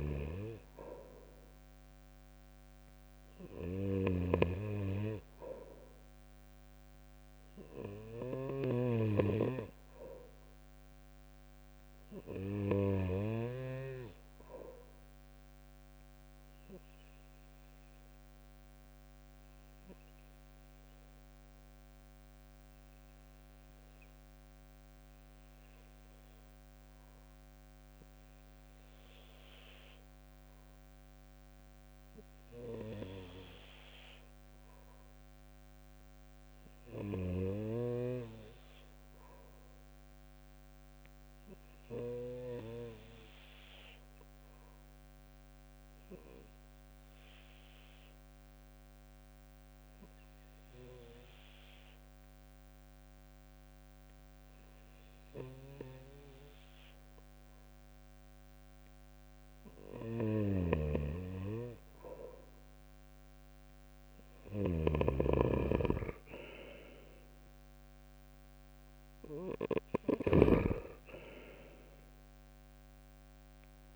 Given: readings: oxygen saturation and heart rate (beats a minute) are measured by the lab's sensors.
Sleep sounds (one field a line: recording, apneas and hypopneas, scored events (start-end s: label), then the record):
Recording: breathing in sleep by a microphone on the trachea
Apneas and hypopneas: 1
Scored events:
0.00-1.50 s: arousal
16.00-35.00 s: oxygen desaturation (device-marked, oxygen 94% before, 91% lowest, heart rate 72 before, 67 extreme)
18.00-59.50 s: obstructive apnea (oxygen 96% before, 89% lowest, heart rate 72 before, 67 extreme, up 2 after)
61.00-64.50 s: arousal
64.00-73.96 s: snoring (device-marked)
From the record:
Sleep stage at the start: REM sleep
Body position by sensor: on the right side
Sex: male